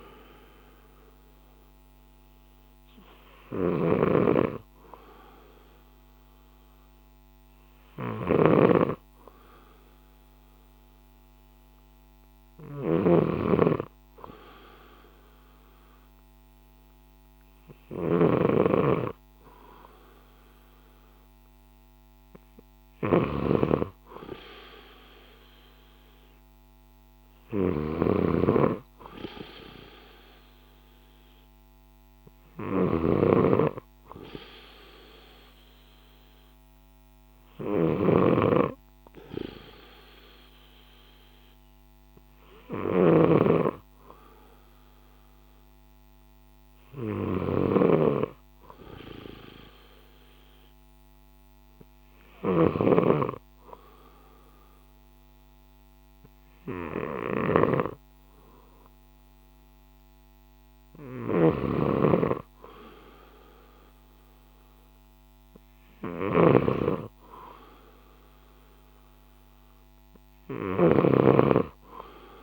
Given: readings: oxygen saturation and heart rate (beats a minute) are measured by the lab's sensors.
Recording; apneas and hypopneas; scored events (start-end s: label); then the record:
breathing in sleep by a microphone on the trachea; none
0.00-72.43 s: snoring (device-marked)
From the record:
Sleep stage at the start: N2 (light sleep); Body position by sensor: on the left side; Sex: male